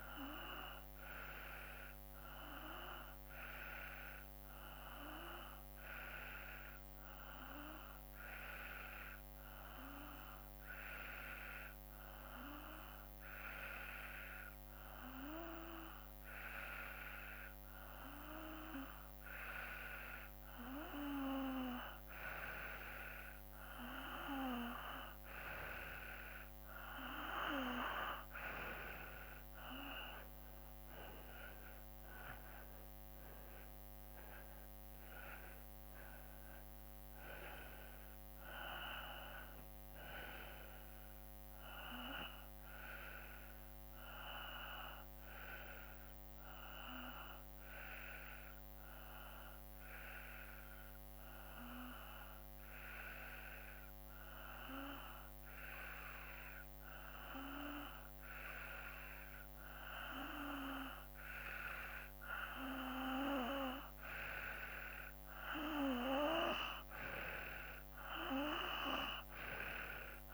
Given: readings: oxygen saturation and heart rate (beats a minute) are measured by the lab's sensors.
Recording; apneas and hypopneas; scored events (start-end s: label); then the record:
breathing in sleep by a microphone on the trachea; 2
4.00-20.00 s: hypopnea (oxygen 94% before, 91% lowest, heart rate 56 before, 53 extreme, up 3 after)
23.50-28.00 s: arousal
47.50-61.50 s: hypopnea (oxygen 94% before, 91% lowest, heart rate 56 before, 54 extreme, up 3 after)
64.50-68.00 s: arousal
64.50-70.34 s: oxygen desaturation (device-marked, oxygen 95% before, 91% lowest, heart rate 54 before, 55 extreme)
From the record:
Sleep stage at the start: N2 (light sleep); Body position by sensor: on the back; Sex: male